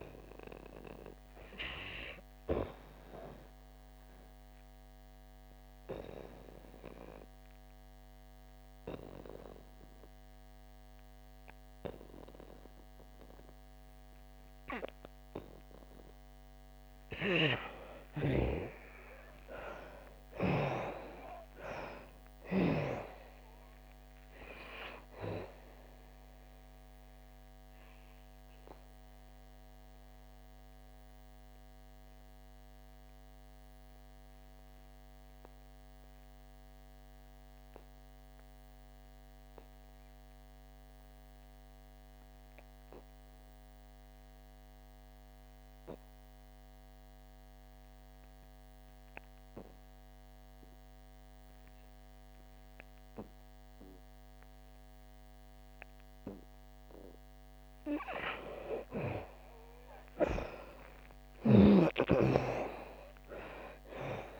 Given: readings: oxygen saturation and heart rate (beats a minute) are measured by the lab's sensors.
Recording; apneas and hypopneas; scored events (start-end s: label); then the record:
breathing in sleep by a microphone on the trachea; 2
2.50-25.50 s: oxygen desaturation (device-marked, oxygen 76% before, 55% lowest, heart rate 63 before, 63 extreme)
4.50-17.50 s: obstructive apnea (oxygen 81% before, 55% lowest, heart rate 62 before, 63 extreme, up 8 after)
21.00-24.50 s: arousal
27.00-58.00 s: mixed apnea (oxygen 76% before, 57% lowest, heart rate 71 before, 55 extreme, up 26 after)
30.50-42.50 s: oxygen desaturation (device-marked, oxygen 74% before, 57% lowest, heart rate 74 before, 55 extreme)
52.50-64.40 s: oxygen desaturation (device-marked, oxygen 84% before, 57% lowest, heart rate 71 before, 55 extreme)
59.50-63.00 s: arousal
From the record:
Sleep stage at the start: REM sleep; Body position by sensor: on the back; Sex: female